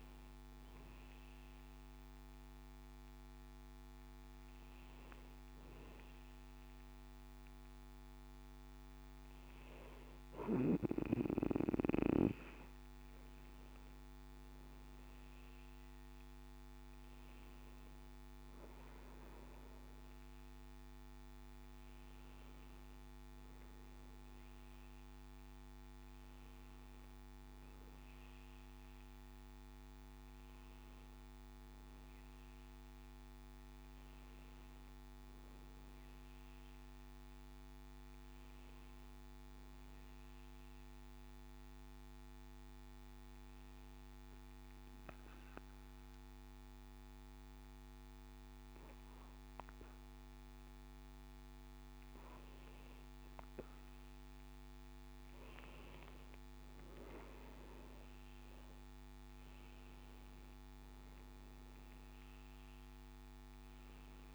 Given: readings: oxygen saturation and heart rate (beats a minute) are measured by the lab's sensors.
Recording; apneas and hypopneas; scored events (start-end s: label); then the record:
breathing in sleep, hard to hear, by a microphone on the trachea; 1
41.00-52.00 s: obstructive apnea (oxygen 95% before, 94% lowest, heart rate 71 before, 65 extreme, up 5 after)
55.50-60.50 s: arousal
From the record:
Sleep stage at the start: N2 (light sleep); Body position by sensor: on the back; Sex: male